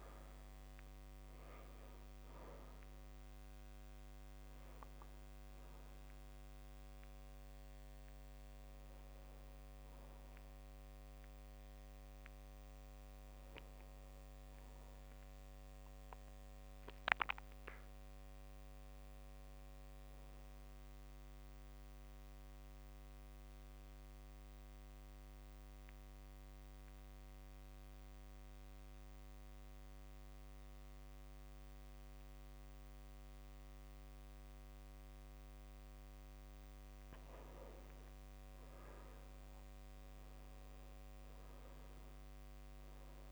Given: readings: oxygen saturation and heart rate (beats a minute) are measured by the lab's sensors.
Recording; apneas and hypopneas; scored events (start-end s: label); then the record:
breathing in sleep, hard to hear, by a microphone on the trachea; 1
0.00-23.00 s: oxygen desaturation (device-marked, oxygen 85% lowest)
18.50-21.50 s: arousal
24.00-35.50 s: central apnea (oxygen 99% before, 91% lowest)
37.50-41.50 s: arousal
From the record:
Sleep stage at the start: N2 (light sleep); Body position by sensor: on the back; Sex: male